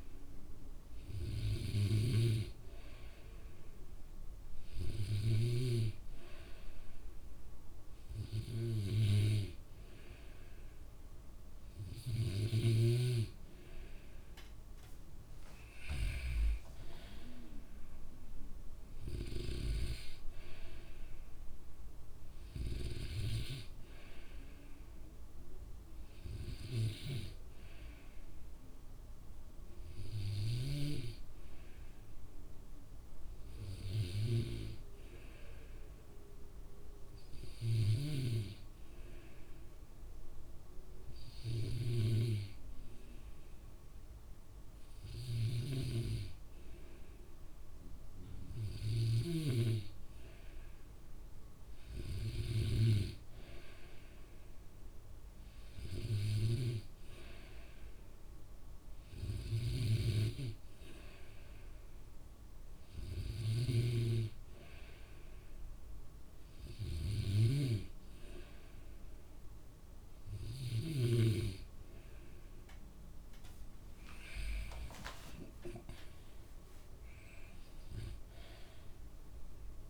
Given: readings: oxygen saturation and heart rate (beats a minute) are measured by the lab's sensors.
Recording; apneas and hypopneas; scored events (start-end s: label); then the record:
breathing in sleep by a room microphone; 1
0.00-16.00 s: oxygen desaturation (device-marked, oxygen 93% lowest, heart rate 59 extreme)
21.00-24.00 s: arousal
34.00-50.00 s: hypopnea (oxygen 95% before, 94% lowest, heart rate 65 before, 63 extreme, up 2 after)
45.50-49.50 s: snoring (device-marked)
52.50-55.50 s: arousal
59.50-71.00 s: snoring (device-marked)
From the record:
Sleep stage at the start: N2 (light sleep); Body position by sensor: on the back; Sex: male